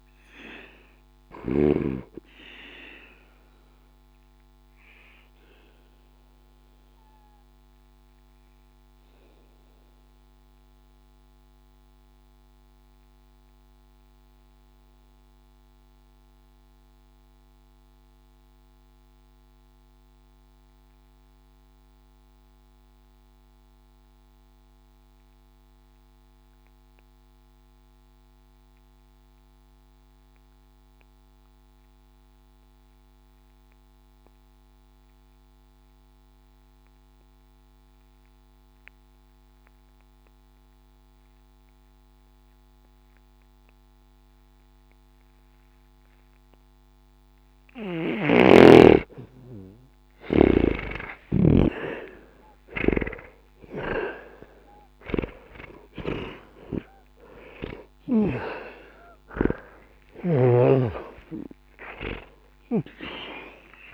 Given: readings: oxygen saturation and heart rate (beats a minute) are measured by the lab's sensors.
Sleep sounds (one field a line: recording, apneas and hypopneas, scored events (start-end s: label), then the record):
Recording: breathing in sleep by a microphone on the trachea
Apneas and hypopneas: 1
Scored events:
0.00-26.00 s: oxygen desaturation (device-marked, oxygen 77% lowest, heart rate 60 extreme)
4.50-47.00 s: obstructive apnea (oxygen 96% before, 76% lowest, heart rate 61 before, 60 extreme, up 10 after)
40.00-63.94 s: oxygen desaturation (device-marked, oxygen 99% before, 76% lowest, heart rate 60 before, 59 extreme)
48.00-51.50 s: snoring (device-marked)
48.50-52.50 s: arousal
From the record:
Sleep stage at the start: N2 (light sleep)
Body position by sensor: on the back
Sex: male